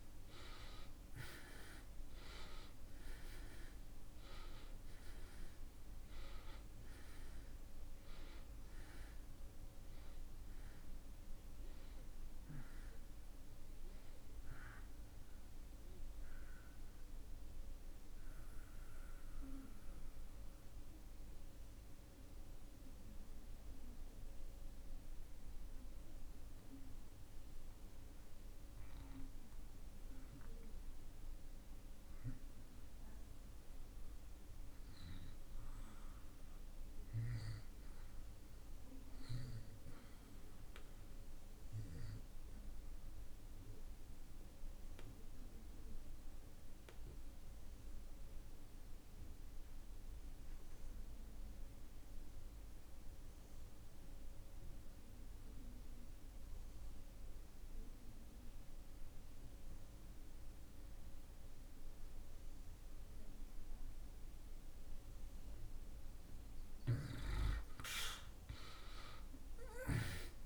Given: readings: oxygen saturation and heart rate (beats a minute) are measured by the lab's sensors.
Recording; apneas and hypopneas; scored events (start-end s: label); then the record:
breathing in sleep by a room microphone; 2
0.00-1.00 s: arousal
0.00-34.50 s: oxygen desaturation (device-marked, oxygen 68% lowest)
18.50-29.00 s: mixed apnea (oxygen 91% before, 68% lowest)
32.50-36.50 s: arousal
43.50-70.46 s: oxygen desaturation (device-marked, oxygen 98% before, 65% lowest)
45.00-64.50 s: obstructive apnea (oxygen 98% before, 65% lowest)
67.00-70.46 s: arousal
From the record:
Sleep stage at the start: REM sleep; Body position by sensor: on the back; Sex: male